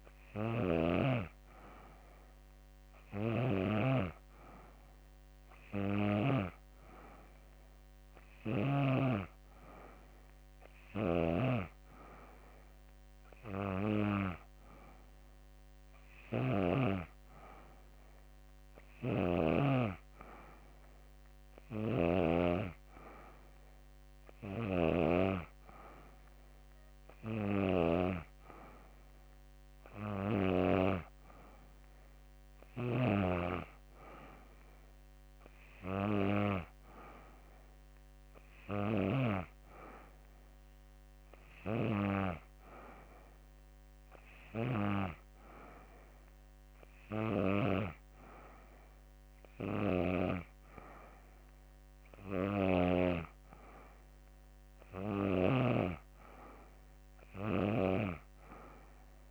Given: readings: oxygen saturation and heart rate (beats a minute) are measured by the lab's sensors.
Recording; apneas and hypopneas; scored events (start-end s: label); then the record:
breathing in sleep by a microphone on the trachea; none
none scored
From the record:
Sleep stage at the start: N3 (deep sleep); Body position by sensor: on the back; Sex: female